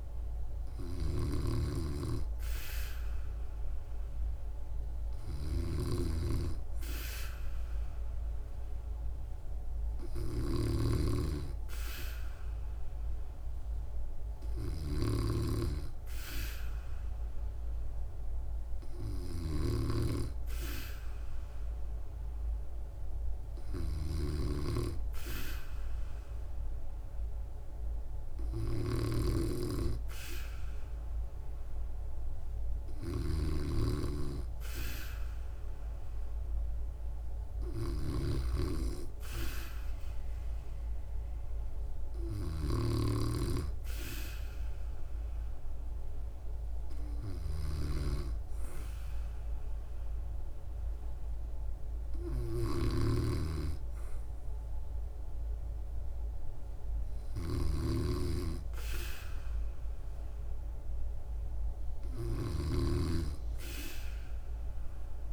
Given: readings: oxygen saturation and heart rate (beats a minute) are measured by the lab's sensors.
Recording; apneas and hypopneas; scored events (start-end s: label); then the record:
breathing in sleep by a room microphone; none
0.00-65.33 s: snoring (device-marked)
From the record:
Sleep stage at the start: N2 (light sleep); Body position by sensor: on the back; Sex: female